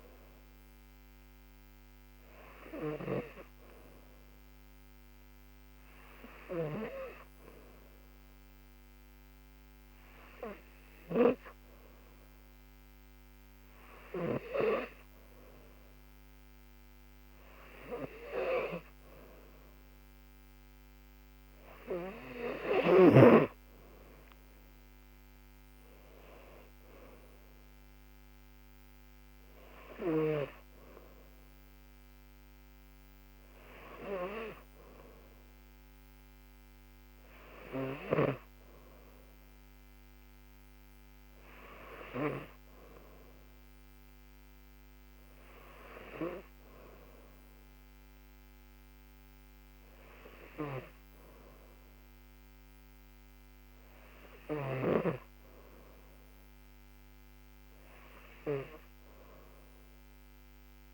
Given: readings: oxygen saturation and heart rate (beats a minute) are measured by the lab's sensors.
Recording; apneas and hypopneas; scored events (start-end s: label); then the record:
breathing in sleep by a microphone on the trachea; none
24.50-28.00 s: arousal
50.50-60.94 s: new sleep stage, N3 (deep sleep)
From the record:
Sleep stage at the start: N2 (light sleep); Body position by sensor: on the back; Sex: female